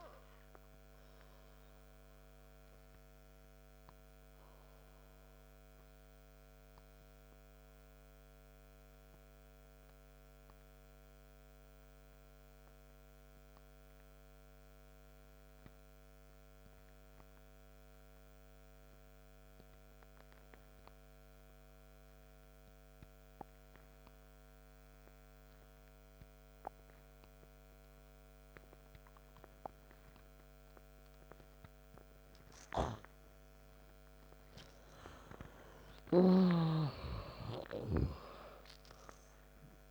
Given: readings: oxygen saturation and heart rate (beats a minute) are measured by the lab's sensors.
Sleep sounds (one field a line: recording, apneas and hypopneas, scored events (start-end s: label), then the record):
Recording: breathing in sleep by a microphone on the trachea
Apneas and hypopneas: 1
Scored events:
0.50-35.00 s: obstructive apnea (oxygen 100% before, 85% lowest, heart rate 63 before, 50 extreme, up 21 after)
3.00-23.00 s: oxygen desaturation (device-marked, oxygen 96% before, 85% lowest, heart rate 65 before, 50 extreme)
33.00-37.00 s: snoring (device-marked)
38.00-39.91 s: arousal
From the record:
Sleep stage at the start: N2 (light sleep)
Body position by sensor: on the right side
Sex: male